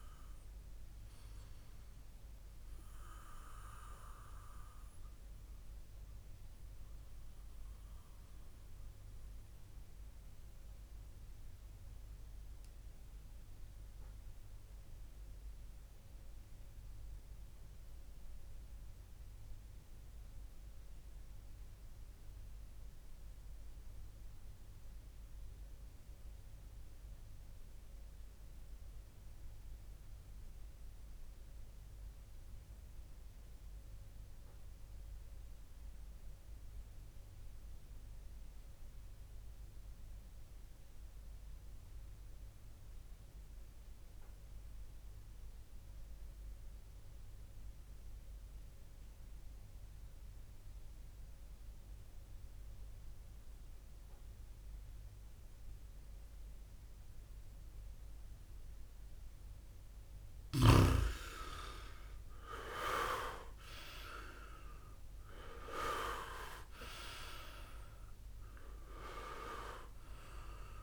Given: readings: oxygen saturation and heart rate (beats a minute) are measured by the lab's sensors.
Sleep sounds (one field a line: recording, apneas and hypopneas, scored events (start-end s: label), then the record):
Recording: breathing in sleep by a room microphone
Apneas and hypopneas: 1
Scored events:
5.00-60.50 s: mixed apnea (oxygen 97% before, 91% lowest, heart rate 63 before, 49 extreme, up 13 after)
59.50-70.83 s: oxygen desaturation (device-marked, oxygen 97% before, 91% lowest, heart rate 51 before, 59 extreme)
62.50-68.00 s: arousal
From the record:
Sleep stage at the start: REM sleep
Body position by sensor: on the back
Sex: male